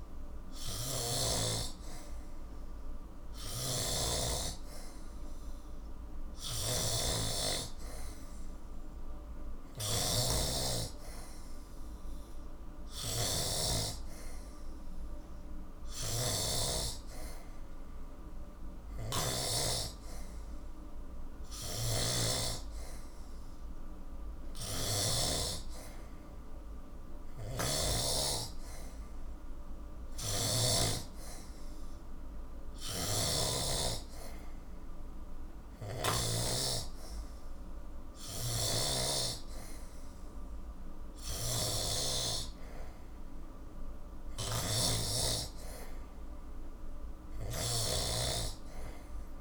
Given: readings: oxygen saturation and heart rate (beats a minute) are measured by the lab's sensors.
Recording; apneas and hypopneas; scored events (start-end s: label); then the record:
breathing in sleep by a room microphone; none
0.00-13.50 s: snoring (device-marked)
15.50-19.50 s: snoring (device-marked)
21.50-25.00 s: snoring (device-marked)
27.00-30.50 s: snoring (device-marked)
32.50-36.00 s: snoring (device-marked)
38.00-49.41 s: snoring (device-marked)
From the record:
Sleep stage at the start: N2 (light sleep); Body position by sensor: on the back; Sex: male